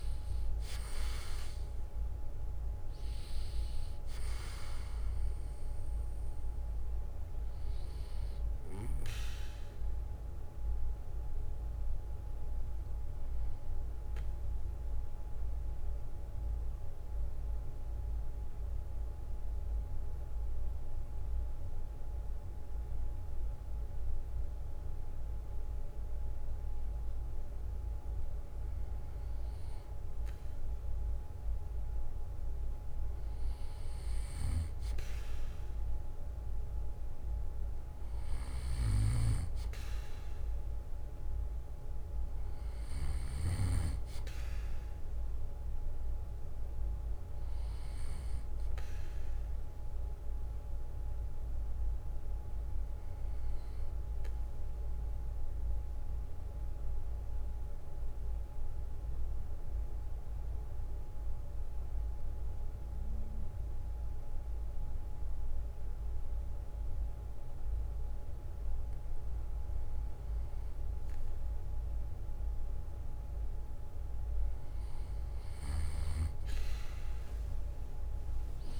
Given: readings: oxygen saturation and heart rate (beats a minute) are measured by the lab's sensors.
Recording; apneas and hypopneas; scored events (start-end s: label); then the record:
breathing in sleep, hard to hear, by a room microphone; 2
0.00-1.50 s: arousal
13.00-28.00 s: central apnea (oxygen 96% before, 94% lowest, heart rate 64 before, 57 extreme, up 10 after)
30.00-33.50 s: arousal
54.50-70.50 s: central apnea (oxygen 97% before, 94% lowest, heart rate 63 before, 55 extreme, up 11 after)
57.50-59.50 s: bradycardia (device-marked, heart rate 62 before, 58 extreme)
74.50-78.50 s: arousal
From the record:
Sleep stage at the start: N2 (light sleep); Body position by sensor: on the back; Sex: male